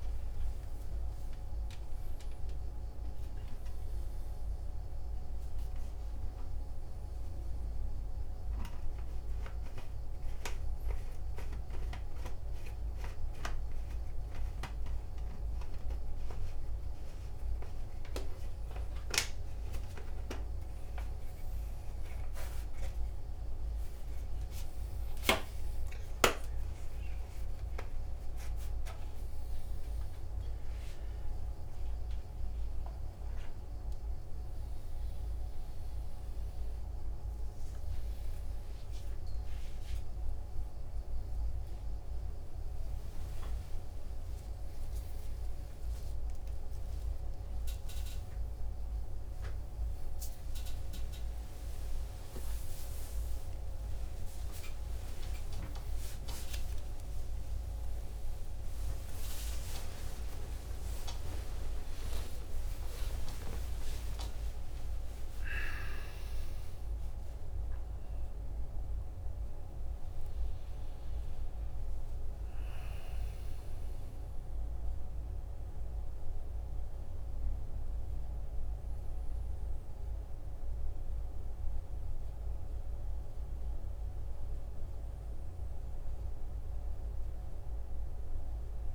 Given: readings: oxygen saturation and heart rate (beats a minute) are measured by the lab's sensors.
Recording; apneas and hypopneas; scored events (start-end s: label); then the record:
a person awake in a sleep study, by a room microphone; none
23.00-27.00 s: oxygen desaturation (device-marked, oxygen 97% before, 92% lowest, heart rate 60 before, 57 extreme)
From the record:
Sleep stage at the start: awake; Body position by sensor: on the front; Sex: male